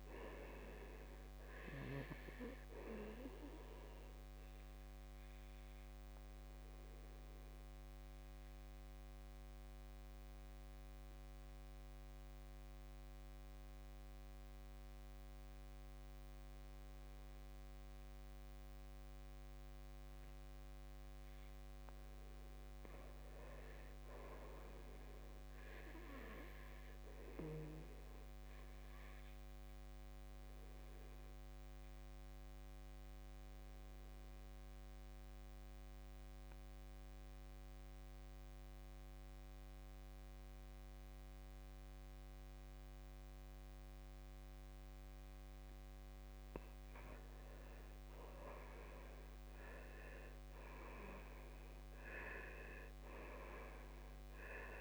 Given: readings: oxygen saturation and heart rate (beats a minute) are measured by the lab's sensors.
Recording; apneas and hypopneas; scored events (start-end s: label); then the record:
breathing in sleep by a microphone on the trachea; 2
0.00-16.50 s: oxygen desaturation (device-marked, oxygen 80% lowest, heart rate 56 extreme)
4.00-19.50 s: obstructive apnea (oxygen 98% before, 80% lowest, heart rate 64 before, 56 extreme, up 8 after)
22.00-24.50 s: arousal
31.00-46.00 s: obstructive apnea (oxygen 98% before, 81% lowest, heart rate 60 before, 54 extreme, up 12 after)
34.50-44.50 s: oxygen desaturation (device-marked, oxygen 96% before, 89% lowest, heart rate 61 before, 54 extreme)
48.00-52.00 s: arousal
49.50-54.81 s: oxygen desaturation (device-marked, oxygen 95% before, 85% lowest, heart rate 59 before, 54 extreme)
From the record:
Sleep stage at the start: N2 (light sleep); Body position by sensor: on the back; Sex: male